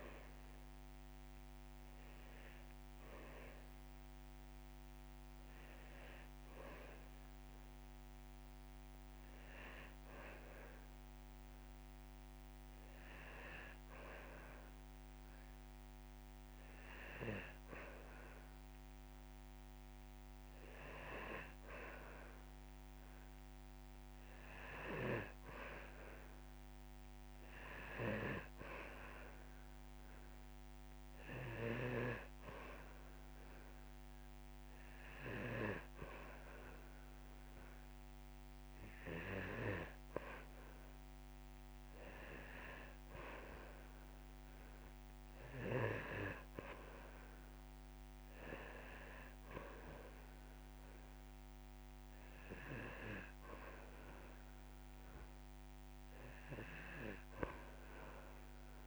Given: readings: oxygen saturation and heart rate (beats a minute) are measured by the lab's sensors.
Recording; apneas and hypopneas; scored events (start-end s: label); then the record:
breathing in sleep by a microphone on the trachea; none
none scored
From the record:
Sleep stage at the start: N2 (light sleep); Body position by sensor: on the back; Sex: male